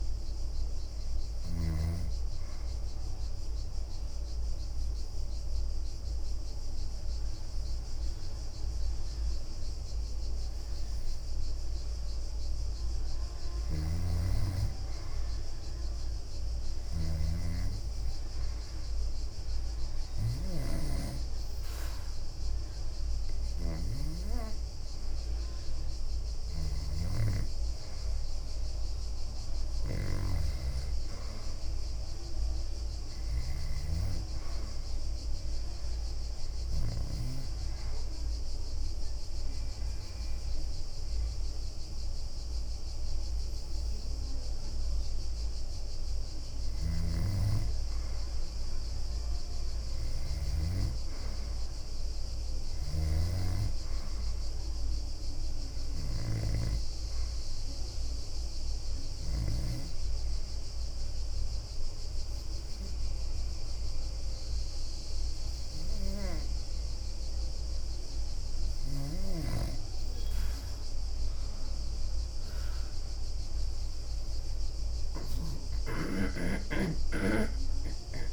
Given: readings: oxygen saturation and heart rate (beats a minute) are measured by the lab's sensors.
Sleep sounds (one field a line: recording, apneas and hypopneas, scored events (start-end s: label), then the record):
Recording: breathing in sleep by a room microphone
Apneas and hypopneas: 3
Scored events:
0.00-15.00 s: oxygen desaturation (device-marked, oxygen 92% lowest, heart rate 64 extreme)
2.00-6.50 s: leg movement (device-marked)
3.00-14.00 s: obstructive apnea (oxygen 96% before, 91% lowest, heart rate 64 before, 64 extreme, up 4 after)
13.50-17.00 s: snoring (device-marked)
15.00-17.50 s: arousal
20.00-34.00 s: oxygen desaturation (device-marked, oxygen 96% before, 91% lowest, heart rate 65 before, 62 extreme)
27.50-33.00 s: leg movement (device-marked)
34.00-35.50 s: leg movement (device-marked)
36.00-37.50 s: leg movement (device-marked)
36.00-47.00 s: obstructive apnea (oxygen 96% before, 89% lowest, heart rate 67 before, 62 extreme, up 7 after)
42.50-51.50 s: leg movement (device-marked)
46.50-50.50 s: snoring (device-marked)
49.00-52.50 s: arousal
56.00-66.00 s: oxygen desaturation (device-marked, oxygen 96% before, 92% lowest, heart rate 65 before, 64 extreme)
56.50-63.00 s: leg movement (device-marked)
58.50-68.50 s: obstructive apnea (oxygen 96% before, 89% lowest, heart rate 65 before, 64 extreme, up 10 after)
75.00-78.33 s: new sleep stage, awake
From the record:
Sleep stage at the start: N2 (light sleep)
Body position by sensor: on the back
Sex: female